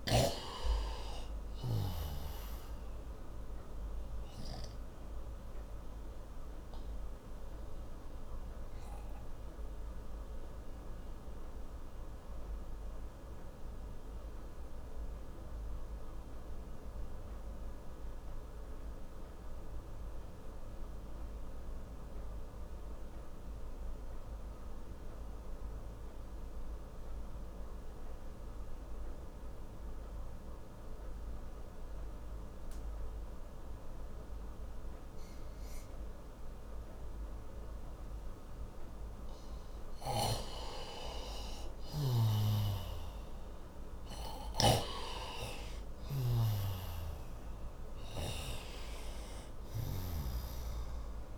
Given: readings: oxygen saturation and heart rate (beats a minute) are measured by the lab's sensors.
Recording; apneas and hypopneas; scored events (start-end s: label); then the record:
breathing in sleep by a room microphone; 1
0.00-26.50 s: oxygen desaturation (device-marked, oxygen 88% lowest)
5.50-39.00 s: obstructive apnea (oxygen 97% before, 88% lowest)
39.50-51.37 s: oxygen desaturation (device-marked, oxygen 97% before, 88% lowest)
40.00-48.50 s: snoring (device-marked)
42.00-47.50 s: arousal
From the record:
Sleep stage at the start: N2 (light sleep); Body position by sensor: on the right side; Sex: male